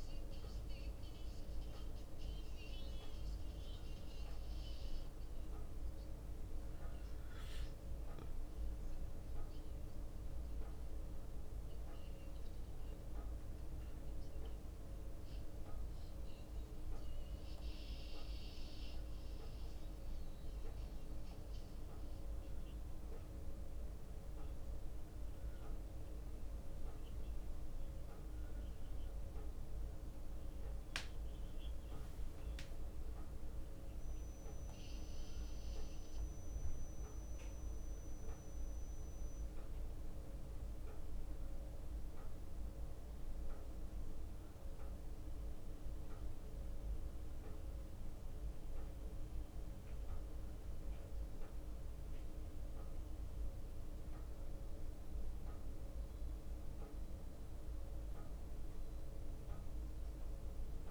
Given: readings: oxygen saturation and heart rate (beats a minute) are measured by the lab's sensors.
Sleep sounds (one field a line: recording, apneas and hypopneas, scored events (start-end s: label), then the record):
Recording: a person awake in a sleep study, hard to hear, by a room microphone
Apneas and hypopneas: none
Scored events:
19.50-24.50 s: bradycardia (device-marked, heart rate 63 before, 59 extreme)
32.00-34.00 s: leg movement (device-marked)
38.50-40.50 s: bradycardia (device-marked, heart rate 63 before, 60 extreme)
From the record:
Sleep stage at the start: awake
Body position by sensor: on the back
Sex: male